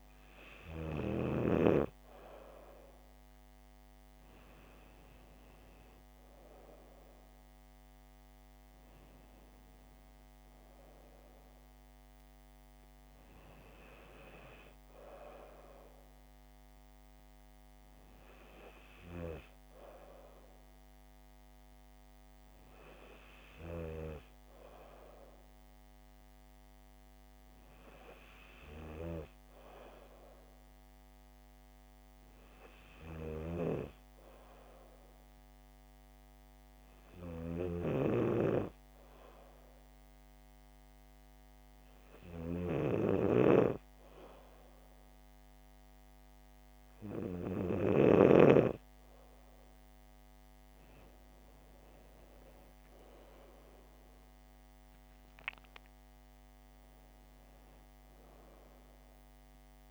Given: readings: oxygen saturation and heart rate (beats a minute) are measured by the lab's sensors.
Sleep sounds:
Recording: breathing in sleep by a microphone on the trachea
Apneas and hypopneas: 1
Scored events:
35.00-48.50 s: hypopnea (oxygen 97% before, 94% lowest, heart rate 67 before, 65 extreme, up 8 after)
43.00-48.50 s: snoring (device-marked)
52.50-55.50 s: arousal
From the record:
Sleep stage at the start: N2 (light sleep)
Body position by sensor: on the back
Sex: female

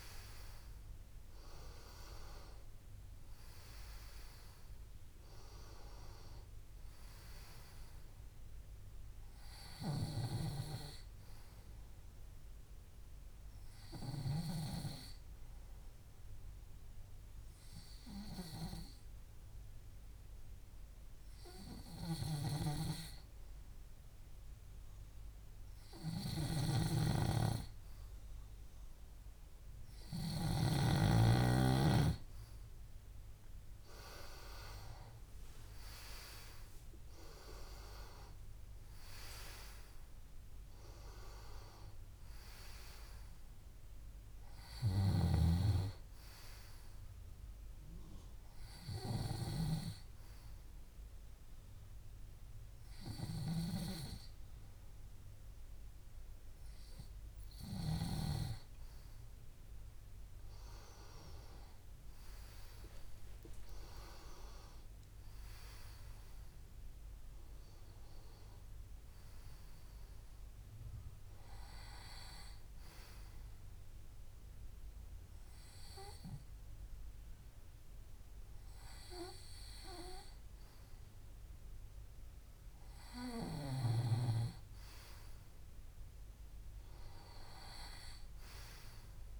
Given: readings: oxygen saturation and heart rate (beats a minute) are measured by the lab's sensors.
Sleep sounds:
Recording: breathing in sleep by a room microphone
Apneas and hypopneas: 2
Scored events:
0.00-3.50 s: arousal
3.00-29.00 s: oxygen desaturation (device-marked, oxygen 97% before, 94% lowest, heart rate 66 before, 64 extreme)
13.50-26.00 s: hypopnea (oxygen 97% before, 94% lowest, heart rate 69 before, 65 extreme, up 2 after)
33.00-37.50 s: arousal
49.00-59.00 s: hypopnea (oxygen 97% before, 94% lowest, heart rate 70 before, 62 extreme, up 8 after)
62.50-67.50 s: arousal
From the record:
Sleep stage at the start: N2 (light sleep)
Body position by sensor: on the left side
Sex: male

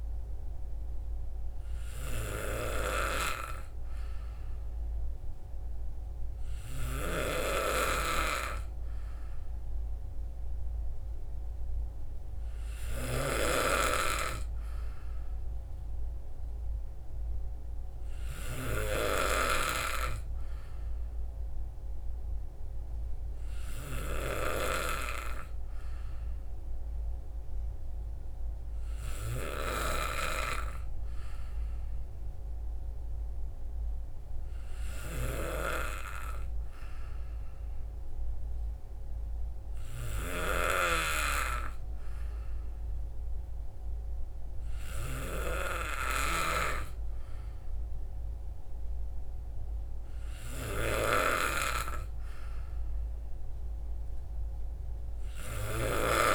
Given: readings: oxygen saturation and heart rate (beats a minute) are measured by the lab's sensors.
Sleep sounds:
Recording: breathing in sleep by a room microphone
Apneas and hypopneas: none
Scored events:
none scored
From the record:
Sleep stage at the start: N2 (light sleep)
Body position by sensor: on the back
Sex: male

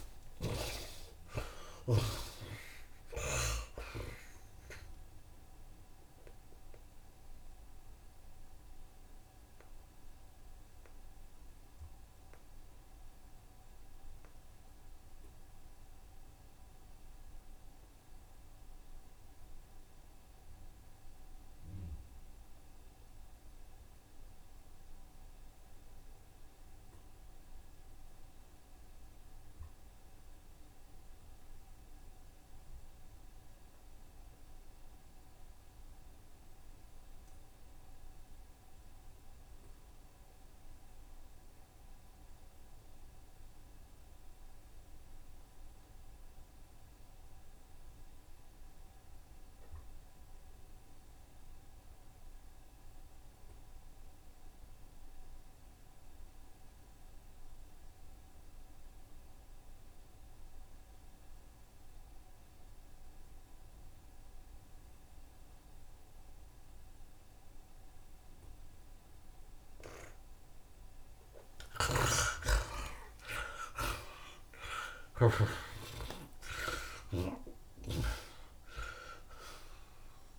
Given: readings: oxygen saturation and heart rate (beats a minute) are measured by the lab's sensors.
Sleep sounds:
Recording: breathing in sleep by a room microphone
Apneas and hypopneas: 1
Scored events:
0.00-2.00 s: long interval between heartbeats (device-marked, heart rate 77 before, 106 extreme)
0.00-2.50 s: tachycardia (device-marked, heart rate 108 extreme)
0.00-19.50 s: oxygen desaturation (device-marked, oxygen 52% lowest, heart rate 63 extreme)
4.00-6.00 s: long interval between heartbeats (device-marked, heart rate 84 before, 103 extreme)
6.00-8.00 s: long interval between heartbeats (device-marked, heart rate 87 before, 76 extreme)
7.00-70.00 s: mixed apnea (oxygen 87% before, 48% lowest, heart rate 87 before, 58 extreme, up 53 after)
22.50-24.50 s: long interval between heartbeats (device-marked, heart rate 76 before, 63 extreme)
24.50-80.39 s: oxygen desaturation (device-marked, oxygen 84% before, 51% lowest, heart rate 72 before, 58 extreme)
29.00-31.00 s: long interval between heartbeats (device-marked, heart rate 69 before, 65 extreme)
40.00-42.00 s: long interval between heartbeats (device-marked, heart rate 68 before, 78 extreme)
48.50-50.50 s: long interval between heartbeats (device-marked, heart rate 70 before, 67 extreme)
49.50-52.50 s: bradycardia (device-marked, heart rate 77 before, 67 extreme)
51.50-53.50 s: long interval between heartbeats (device-marked, heart rate 71 before, 58 extreme)
53.50-55.50 s: bradycardia (device-marked, heart rate 77 before, 58 extreme)
55.50-57.50 s: long interval between heartbeats (device-marked, heart rate 70 before, 59 extreme)
63.00-65.00 s: long interval between heartbeats (device-marked, heart rate 66 before, 77 extreme)
71.50-76.00 s: arousal
72.00-76.00 s: snoring (device-marked)
72.50-78.50 s: tachycardia (device-marked, heart rate 77 before, 120 extreme)
75.00-77.00 s: long interval between heartbeats (device-marked, heart rate 72 before, 95 extreme)
From the record:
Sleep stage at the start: N2 (light sleep)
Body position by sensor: on the right side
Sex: male

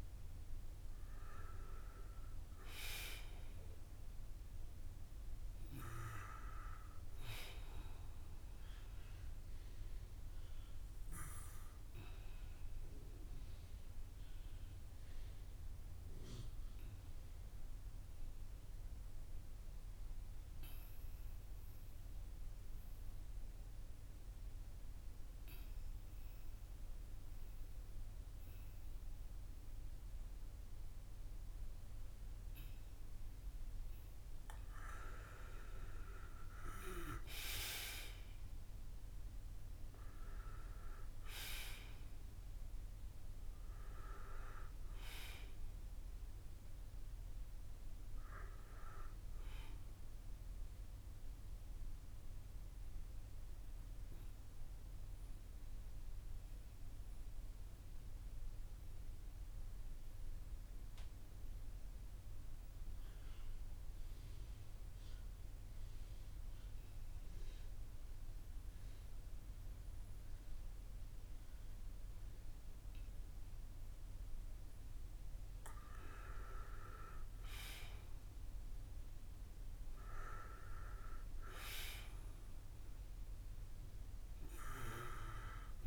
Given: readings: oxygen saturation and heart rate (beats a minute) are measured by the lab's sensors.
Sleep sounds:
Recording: breathing in sleep by a room microphone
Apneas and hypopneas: 2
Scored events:
11.50-33.50 s: obstructive apnea (oxygen 96% before, 92% lowest, heart rate 54 before, 49 extreme, up 7 after)
36.00-41.00 s: arousal
51.00-75.00 s: mixed apnea (oxygen 96% before, 92% lowest, heart rate 57 before, 47 extreme, up 8 after)
76.50-81.00 s: arousal
From the record:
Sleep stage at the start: N2 (light sleep)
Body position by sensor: on the back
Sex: male

